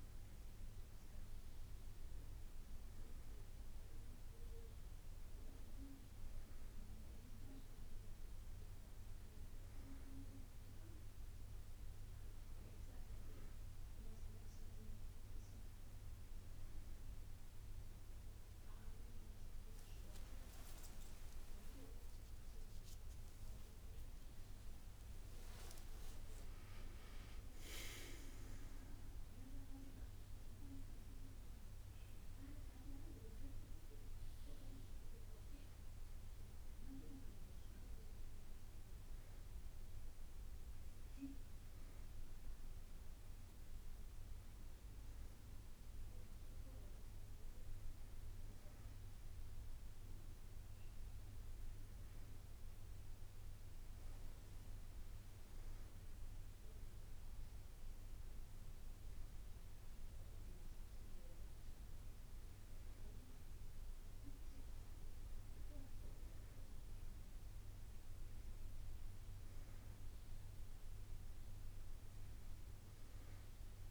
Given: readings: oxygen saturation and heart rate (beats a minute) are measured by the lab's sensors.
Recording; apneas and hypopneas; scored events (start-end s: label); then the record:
breathing in sleep by a room microphone; none
21.00-23.00 s: long interval between heartbeats (device-marked, heart rate 60 before, 79 extreme)
26.00-28.00 s: long interval between heartbeats (device-marked, heart rate 67 before, 93 extreme)
28.50-30.50 s: long interval between heartbeats (device-marked, heart rate 71 before, 96 extreme)
33.00-46.00 s: drop in pulse transit time (device-marked, heart rate 79 before, 56 extreme)
From the record:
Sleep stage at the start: N2 (light sleep); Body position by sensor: on the back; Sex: female